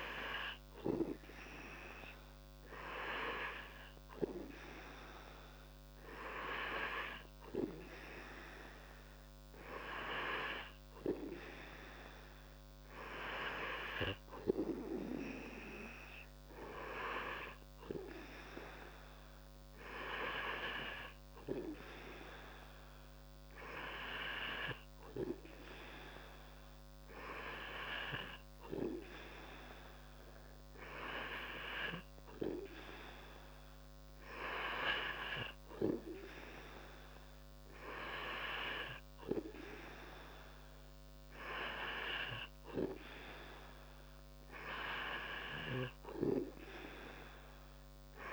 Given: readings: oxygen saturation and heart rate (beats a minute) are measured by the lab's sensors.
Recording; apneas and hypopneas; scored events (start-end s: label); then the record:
breathing in sleep by a microphone on the trachea; none
none scored
From the record:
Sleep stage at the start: N2 (light sleep); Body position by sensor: on the back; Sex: male